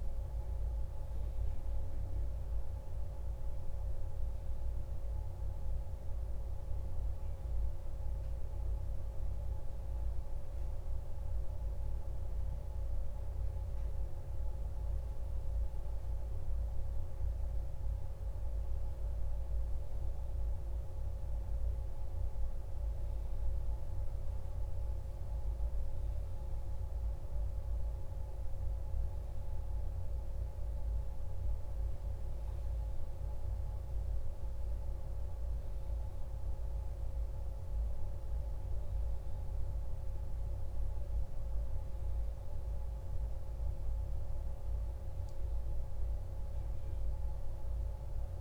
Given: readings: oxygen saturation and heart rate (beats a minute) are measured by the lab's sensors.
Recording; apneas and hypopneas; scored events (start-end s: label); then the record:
a person awake in a sleep study, hard to hear, by a room microphone; none
none scored
From the record:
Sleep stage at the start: awake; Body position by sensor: on the back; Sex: male